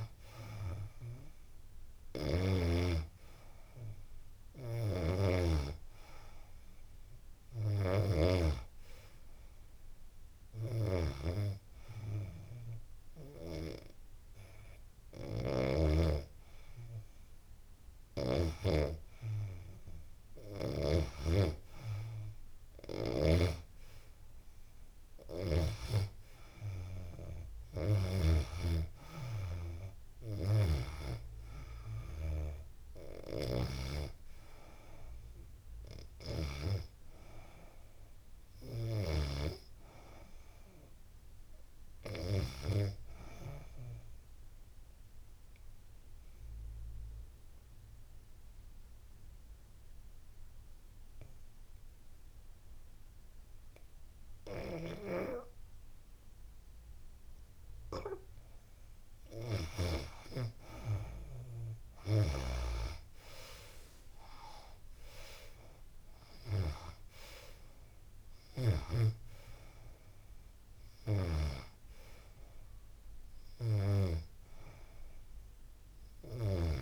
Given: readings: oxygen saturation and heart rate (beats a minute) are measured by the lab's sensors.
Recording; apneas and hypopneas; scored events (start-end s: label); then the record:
breathing in sleep by a room microphone; 1
0.00-12.00 s: oxygen desaturation (device-marked, oxygen 89% lowest, heart rate 85 extreme)
36.00-40.00 s: arousal
43.00-57.00 s: obstructive apnea (oxygen 95% before, 85% lowest, heart rate 88 before, 78 extreme, up 8 after)
56.00-76.82 s: oxygen desaturation (device-marked, oxygen 95% before, 85% lowest, heart rate 84 before, 80 extreme)
62.00-66.50 s: arousal
From the record:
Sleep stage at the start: N2 (light sleep); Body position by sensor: on the back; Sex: female